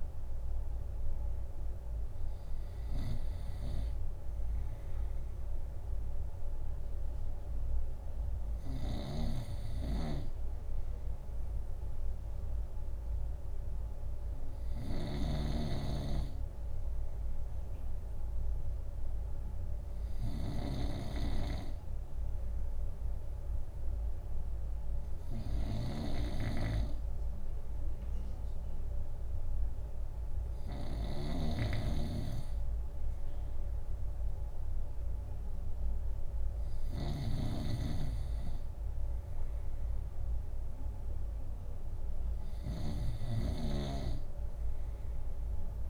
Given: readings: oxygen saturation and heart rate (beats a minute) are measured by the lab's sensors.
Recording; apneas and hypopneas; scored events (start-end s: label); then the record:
breathing in sleep by a room microphone; none
0.00-9.00 s: snoring (device-marked)
15.00-31.00 s: snoring (device-marked)
37.00-45.90 s: snoring (device-marked)
From the record:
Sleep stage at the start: N2 (light sleep); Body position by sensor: on the right side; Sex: male